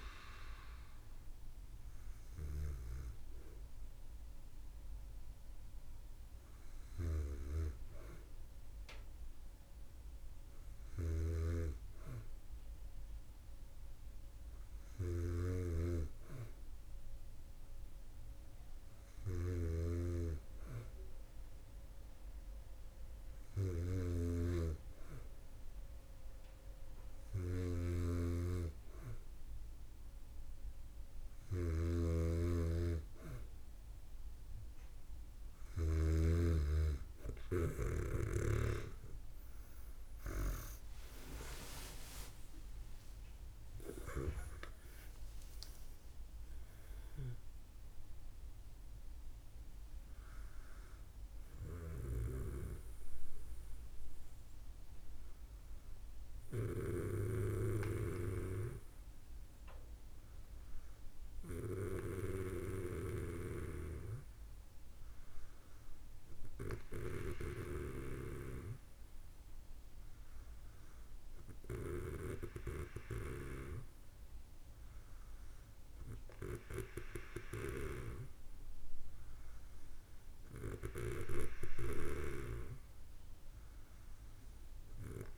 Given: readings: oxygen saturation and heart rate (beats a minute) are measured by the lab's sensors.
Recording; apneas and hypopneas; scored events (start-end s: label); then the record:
breathing in sleep by a room microphone; none
24.00-36.50 s: snoring (device-marked)
41.00-46.50 s: arousal
52.00-63.00 s: snoring (device-marked)
From the record:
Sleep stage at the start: N2 (light sleep); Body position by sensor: on the back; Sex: female